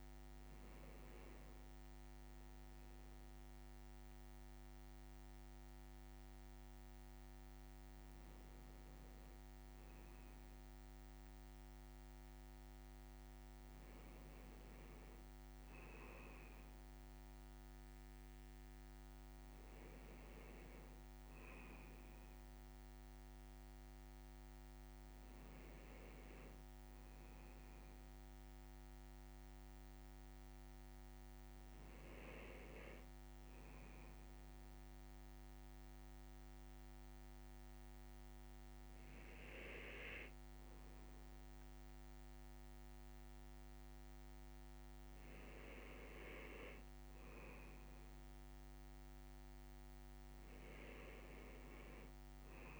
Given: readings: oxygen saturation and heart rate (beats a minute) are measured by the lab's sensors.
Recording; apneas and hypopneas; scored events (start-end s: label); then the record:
a person awake in a sleep study, hard to hear, by a microphone on the trachea; none
none scored
From the record:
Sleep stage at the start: awake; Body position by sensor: on the left side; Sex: male